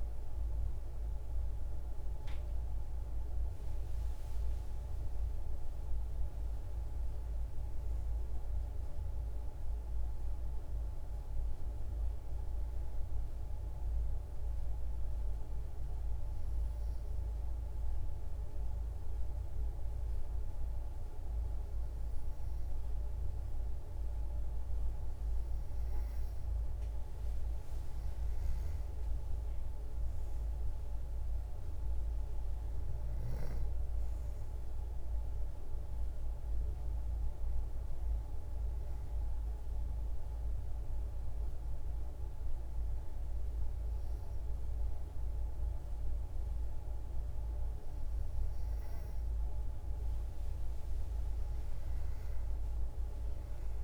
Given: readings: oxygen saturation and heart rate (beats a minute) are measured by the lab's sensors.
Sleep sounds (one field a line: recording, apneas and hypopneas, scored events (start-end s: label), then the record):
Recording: breathing in sleep, hard to hear, by a room microphone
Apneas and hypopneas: 2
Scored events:
5.50-9.50 s: arousal
13.50-24.50 s: hypopnea (oxygen 96% before, 90% lowest, heart rate 72 before, 52 extreme, up 44 after)
28.50-33.00 s: arousal
32.50-44.50 s: oxygen desaturation (device-marked, oxygen 95% before, 92% lowest, heart rate 68 before, 52 extreme)
39.00-49.00 s: hypopnea (oxygen 95% before, 88% lowest, heart rate 71 before, 52 extreme, up 15 after)
50.00-53.84 s: arousal
From the record:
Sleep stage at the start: N2 (light sleep)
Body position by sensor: on the back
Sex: female